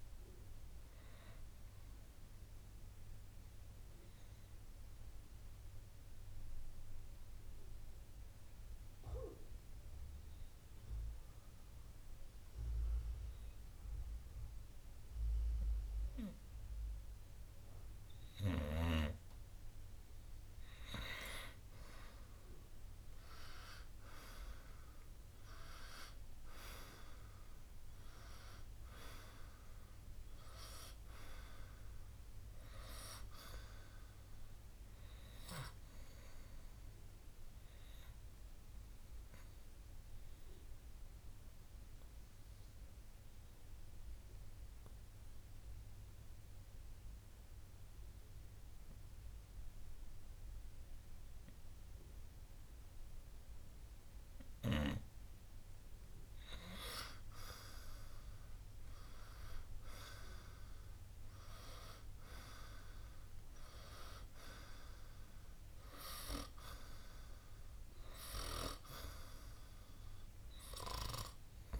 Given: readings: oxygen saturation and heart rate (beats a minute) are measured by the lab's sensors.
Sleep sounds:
breathing in sleep by a room microphone; 2
0.50-18.50 s: obstructive apnea (oxygen 97% before, 91% lowest, heart rate 64 before, 60 extreme, up 5 after)
2.50-12.50 s: oxygen desaturation (device-marked, oxygen 95% before, 91% lowest, heart rate 65 before, 60 extreme)
21.50-25.50 s: arousal
31.50-58.50 s: oxygen desaturation (device-marked, oxygen 97% before, 91% lowest, heart rate 62 before, 56 extreme)
36.00-55.50 s: obstructive apnea (oxygen 97% before, 91% lowest, heart rate 64 before, 56 extreme, up 5 after)
58.00-62.50 s: arousal
From the record:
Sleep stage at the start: N2 (light sleep); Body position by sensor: on the right side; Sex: male

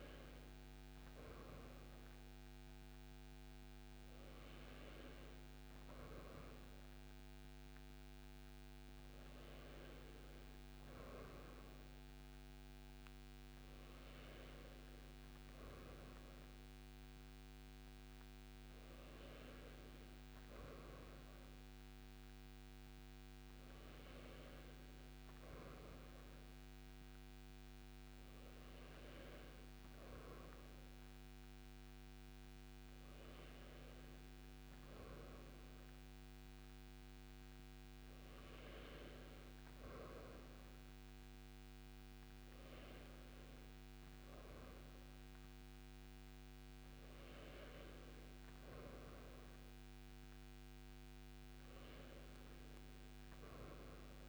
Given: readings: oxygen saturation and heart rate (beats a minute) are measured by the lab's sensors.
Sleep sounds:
breathing in sleep, hard to hear, by a microphone on the trachea; none
none scored
From the record:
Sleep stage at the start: N2 (light sleep); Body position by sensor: on the right side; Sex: male

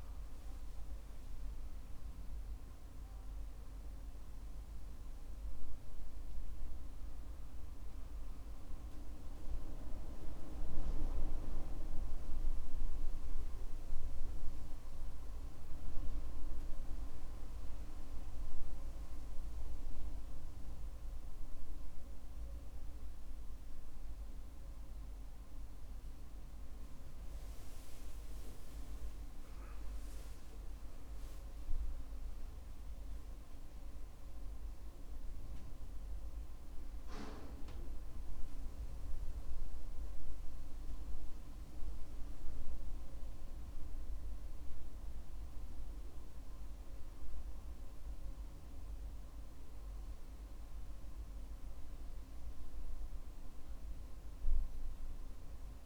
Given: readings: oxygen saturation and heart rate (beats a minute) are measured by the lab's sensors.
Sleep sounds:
breathing in sleep, hard to hear, by a room microphone; none
30.50-34.50 s: arousal
From the record:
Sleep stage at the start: N1 (lightest sleep); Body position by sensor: on the back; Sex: male

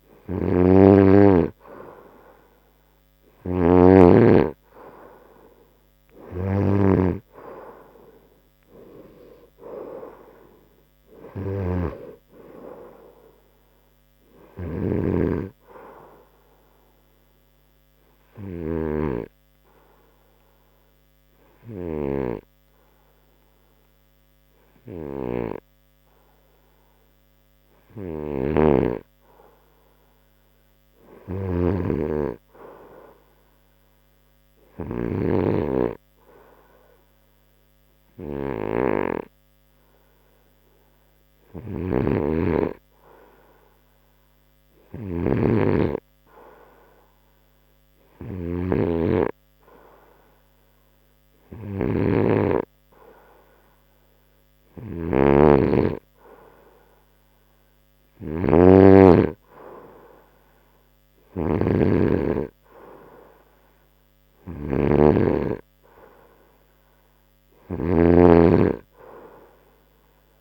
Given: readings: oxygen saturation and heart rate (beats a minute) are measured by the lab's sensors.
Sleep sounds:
breathing in sleep by a microphone on the trachea; 1
9.00-13.00 s: arousal
17.00-29.50 s: hypopnea (oxygen 93% before, 91% lowest, heart rate 80 before, 70 extreme, up 0 after)
31.50-35.50 s: arousal
42.00-49.00 s: oxygen desaturation (device-marked, oxygen 95% before, 91% lowest, heart rate 74 before, 71 extreme)
From the record:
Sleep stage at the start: N2 (light sleep); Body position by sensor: on the front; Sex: male

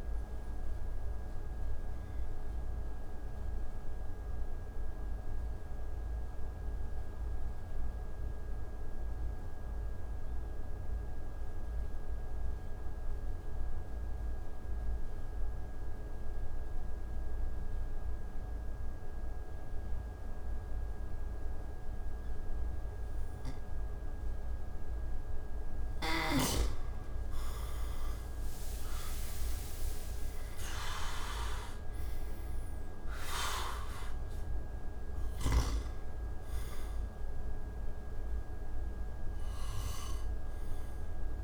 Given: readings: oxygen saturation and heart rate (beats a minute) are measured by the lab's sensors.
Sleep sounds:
breathing in sleep by a room microphone; 1
0.00-20.50 s: oxygen desaturation (device-marked, oxygen 86% lowest)
0.50-26.50 s: obstructive apnea (oxygen 98% before, 84% lowest)
27.50-41.44 s: oxygen desaturation (device-marked, oxygen 96% before, 84% lowest)
28.50-31.50 s: arousal
From the record:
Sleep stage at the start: N2 (light sleep); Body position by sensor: on the back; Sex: male

